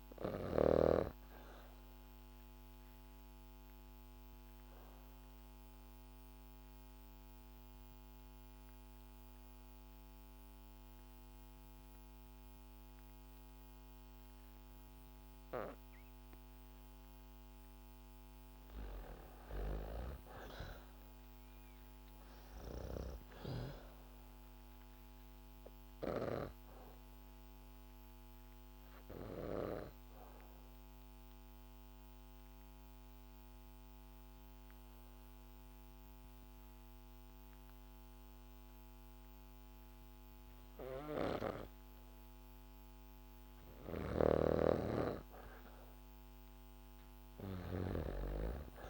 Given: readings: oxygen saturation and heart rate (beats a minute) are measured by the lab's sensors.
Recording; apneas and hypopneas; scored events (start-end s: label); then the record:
breathing in sleep by a microphone on the trachea; 2
0.00-14.50 s: oxygen desaturation (device-marked, oxygen 92% lowest, heart rate 60 extreme)
2.00-16.50 s: obstructive apnea (oxygen 98% before, 92% lowest, heart rate 68 before, 60 extreme, up 4 after)
18.00-21.00 s: arousal
21.50-39.50 s: oxygen desaturation (device-marked, oxygen 98% before, 92% lowest, heart rate 68 before, 60 extreme)
24.50-40.50 s: obstructive apnea (oxygen 98% before, 92% lowest, heart rate 68 before, 60 extreme, up 11 after)
40.50-48.90 s: snoring (device-marked)
43.50-46.50 s: arousal
From the record:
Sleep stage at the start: N2 (light sleep); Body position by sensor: on the back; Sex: female